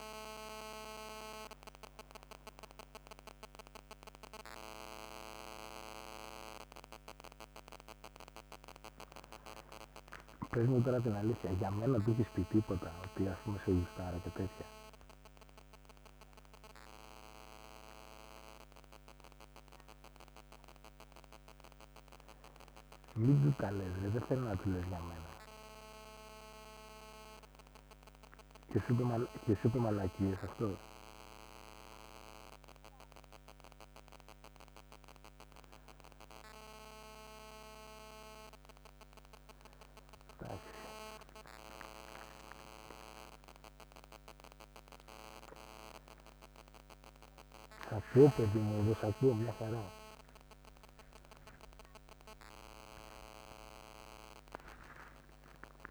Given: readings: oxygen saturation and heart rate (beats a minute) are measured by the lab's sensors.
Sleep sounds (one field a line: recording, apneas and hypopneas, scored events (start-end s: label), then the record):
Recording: a person partly awake in a sleep study, by a microphone on the trachea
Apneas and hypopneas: none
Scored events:
23.00-29.00 s: snoring (device-marked)
32.50-55.91 s: new sleep stage, awake
From the record:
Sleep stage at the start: N2 (light sleep)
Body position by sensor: on the back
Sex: male